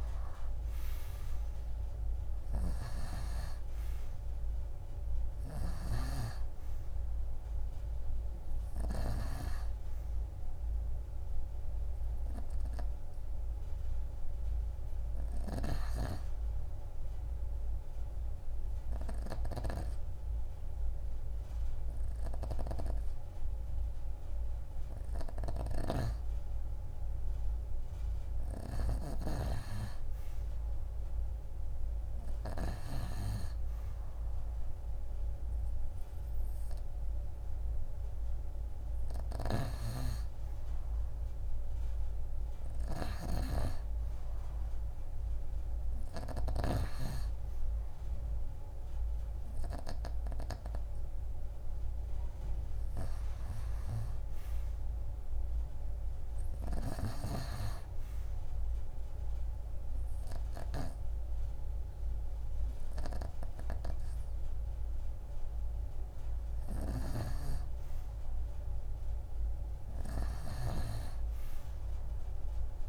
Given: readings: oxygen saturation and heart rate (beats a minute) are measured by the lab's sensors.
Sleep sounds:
breathing in sleep by a room microphone; 1
0.00-3.50 s: arousal
1.50-23.50 s: oxygen desaturation (device-marked, oxygen 93% before, 86% lowest)
12.00-25.50 s: hypopnea (oxygen 95% before, 86% lowest)
27.50-31.50 s: arousal
34.50-47.50 s: oxygen desaturation (device-marked, oxygen 98% before, 90% lowest)
68.50-72.50 s: arousal
From the record:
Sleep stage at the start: N2 (light sleep); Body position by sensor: on the right side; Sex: female

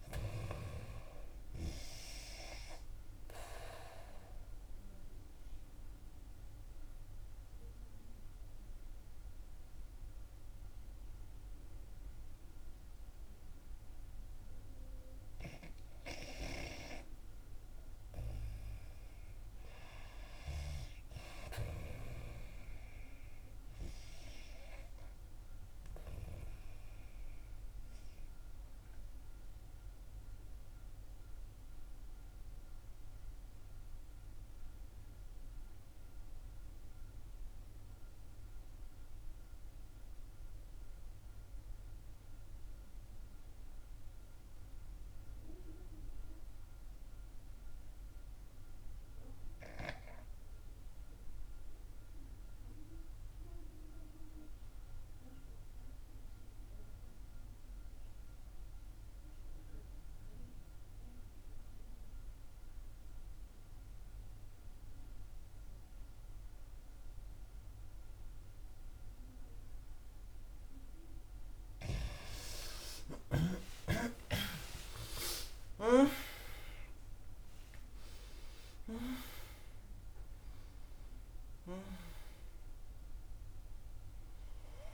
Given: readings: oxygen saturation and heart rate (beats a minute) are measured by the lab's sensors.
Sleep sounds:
breathing in sleep by a room microphone; 2
4.00-14.50 s: obstructive apnea (oxygen 92% before, 78% lowest, heart rate 65 before, 61 extreme, up 1 after)
18.00-22.00 s: arousal
25.00-42.00 s: oxygen desaturation (device-marked, oxygen 93% before, 89% lowest, heart rate 65 before, 61 extreme)
29.00-71.50 s: obstructive apnea (oxygen 93% before, 74% lowest, heart rate 65 before, 61 extreme, up 29 after)
50.00-84.94 s: oxygen desaturation (device-marked, oxygen 94% before, 74% lowest, heart rate 64 before, 65 extreme)
73.00-78.00 s: arousal
73.50-75.50 s: long interval between heartbeats (device-marked, heart rate 68 before, 79 extreme)
75.50-77.50 s: long interval between heartbeats (device-marked, heart rate 70 before, 88 extreme)
From the record:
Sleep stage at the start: N2 (light sleep); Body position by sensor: on the back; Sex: female

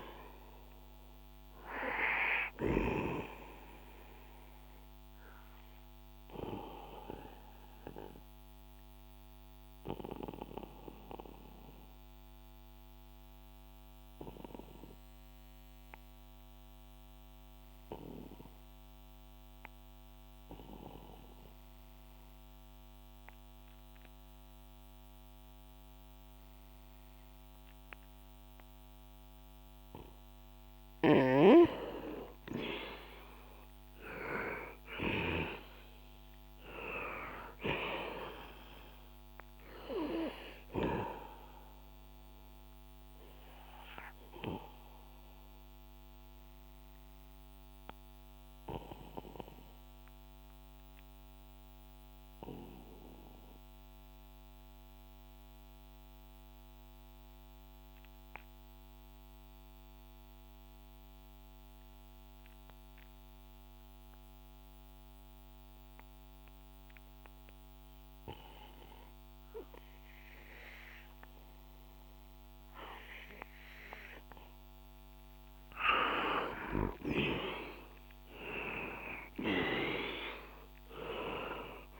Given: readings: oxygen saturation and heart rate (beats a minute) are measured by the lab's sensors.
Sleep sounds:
breathing in sleep by a microphone on the trachea; 2
0.00-22.50 s: oxygen desaturation (device-marked, oxygen 88% lowest, heart rate 58 extreme)
6.00-30.50 s: obstructive apnea (oxygen 98% before, 88% lowest, heart rate 65 before, 58 extreme, up 7 after)
33.00-35.50 s: arousal
37.50-60.50 s: oxygen desaturation (device-marked, oxygen 98% before, 90% lowest, heart rate 63 before, 60 extreme)
43.50-75.50 s: obstructive apnea (oxygen 98% before, 88% lowest, heart rate 64 before, 58 extreme, up 10 after)
76.50-82.00 s: oxygen desaturation (device-marked, oxygen 97% before, 88% lowest, heart rate 63 before, 58 extreme)
78.50-82.00 s: arousal
From the record:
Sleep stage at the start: N2 (light sleep); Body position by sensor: on the back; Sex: male

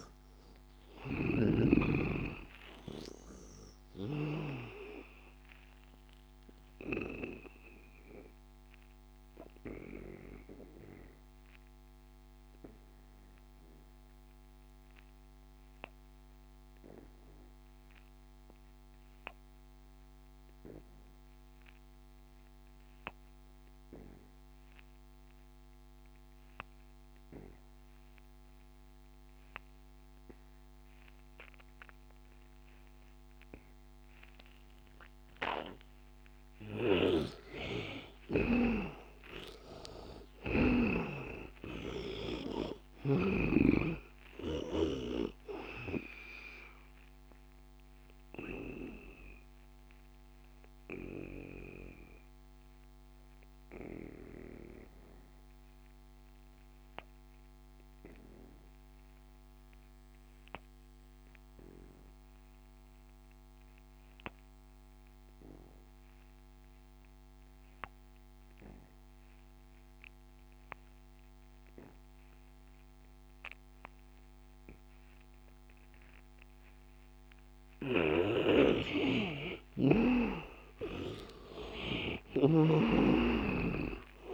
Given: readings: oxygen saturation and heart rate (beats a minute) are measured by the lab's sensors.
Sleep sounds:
breathing in sleep by a microphone on the trachea; 2
0.00-4.50 s: snoring (device-marked)
0.00-18.50 s: oxygen desaturation (device-marked, oxygen 77% lowest, heart rate 76 extreme)
5.00-36.00 s: obstructive apnea (oxygen 99% before, 76% lowest, heart rate 82 before, 76 extreme, up 15 after)
32.50-63.50 s: oxygen desaturation (device-marked, oxygen 100% before, 76% lowest, heart rate 81 before, 73 extreme)
37.00-41.00 s: snoring (device-marked)
38.00-42.00 s: arousal
46.00-77.50 s: obstructive apnea (oxygen 100% before, 76% lowest, heart rate 81 before, 73 extreme, up 10 after)
75.50-84.33 s: oxygen desaturation (device-marked, oxygen 99% before, 76% lowest, heart rate 78 before, 76 extreme)
78.00-84.33 s: snoring (device-marked)
79.50-82.00 s: arousal
From the record:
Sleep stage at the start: N2 (light sleep); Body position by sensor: on the back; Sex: male

